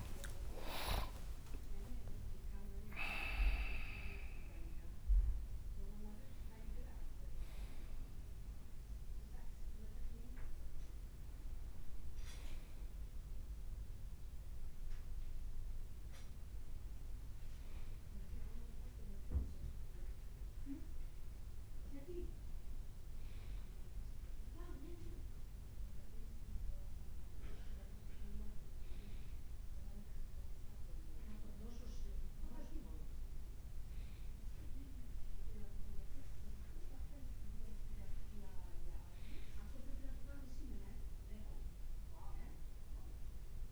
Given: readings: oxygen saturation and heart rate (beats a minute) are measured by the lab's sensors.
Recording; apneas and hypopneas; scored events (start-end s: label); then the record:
breathing in sleep by a room microphone; none
0.00-1.00 s: arousal
0.00-1.00 s: long interval between heartbeats (device-marked, heart rate 101 extreme)
0.00-1.50 s: leg movement (device-marked)
0.00-4.00 s: tachycardia (device-marked, heart rate 135 extreme)
2.00-4.00 s: long interval between heartbeats (device-marked, heart rate 74 before, 134 extreme)
2.50-7.00 s: leg movement (device-marked)
From the record:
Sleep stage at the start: N1 (lightest sleep); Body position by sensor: on the back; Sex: male